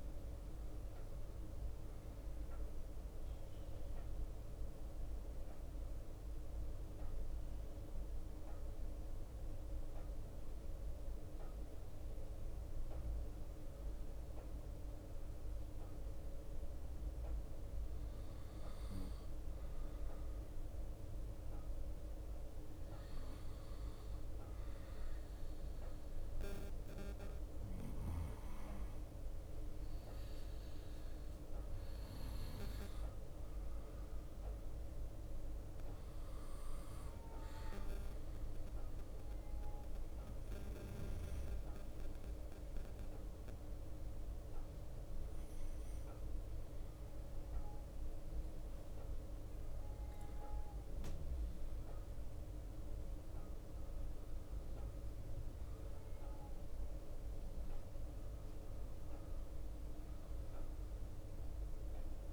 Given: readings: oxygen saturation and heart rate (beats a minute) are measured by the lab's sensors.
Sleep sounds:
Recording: breathing in sleep, hard to hear, by a room microphone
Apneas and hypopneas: 2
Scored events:
0.00-11.50 s: bradycardia (device-marked, heart rate 56 extreme)
0.00-15.50 s: oxygen desaturation (device-marked, oxygen 91% lowest, heart rate 56 extreme)
3.00-17.50 s: mixed apnea (oxygen 95% before, 91% lowest, heart rate 63 before, 56 extreme, up 4 after)
17.50-50.50 s: bradycardia (device-marked, heart rate 62 before, 56 extreme)
20.00-23.50 s: arousal
29.50-47.50 s: oxygen desaturation (device-marked, oxygen 95% before, 91% lowest, heart rate 58 before, 56 extreme)
42.00-53.50 s: obstructive apnea (oxygen 96% before, 91% lowest, heart rate 58 before, 56 extreme, up 3 after)
52.50-55.50 s: bradycardia (device-marked, heart rate 62 before, 58 extreme)
56.00-59.00 s: arousal
56.50-62.33 s: bradycardia (device-marked, heart rate 62 before, 56 extreme)
From the record:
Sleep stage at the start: N2 (light sleep)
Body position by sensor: on the right side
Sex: male

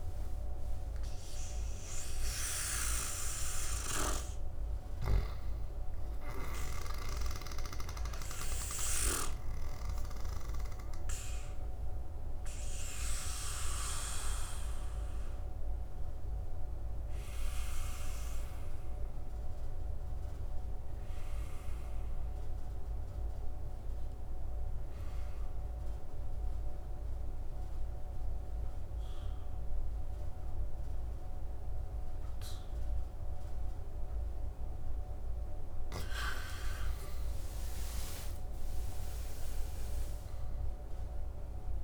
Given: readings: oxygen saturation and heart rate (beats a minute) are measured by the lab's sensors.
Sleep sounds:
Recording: breathing in sleep by a room microphone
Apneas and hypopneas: 1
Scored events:
3.00-23.00 s: oxygen desaturation (device-marked, oxygen 98% before, 84% lowest, heart rate 76 before, 69 extreme)
4.50-9.00 s: snoring (device-marked)
8.00-33.50 s: obstructive apnea (oxygen 99% before, 79% lowest, heart rate 80 before, 69 extreme, up 13 after)
35.00-41.84 s: oxygen desaturation (device-marked, oxygen 98% before, 79% lowest, heart rate 73 before, 66 extreme)
36.50-41.00 s: arousal
From the record:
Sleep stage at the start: N2 (light sleep)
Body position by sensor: on the back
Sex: male

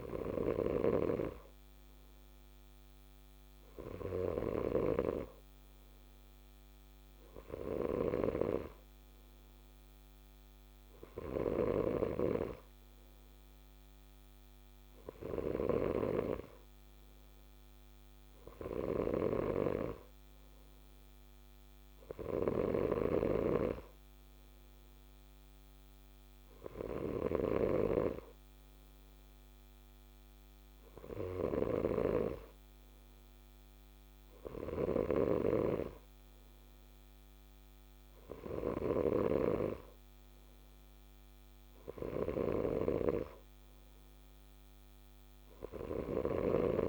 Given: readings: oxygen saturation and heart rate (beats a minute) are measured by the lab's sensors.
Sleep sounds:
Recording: breathing in sleep by a microphone on the trachea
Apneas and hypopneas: none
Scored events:
0.00-46.89 s: snoring (device-marked)
From the record:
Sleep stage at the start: N2 (light sleep)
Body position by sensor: on the left side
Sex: male

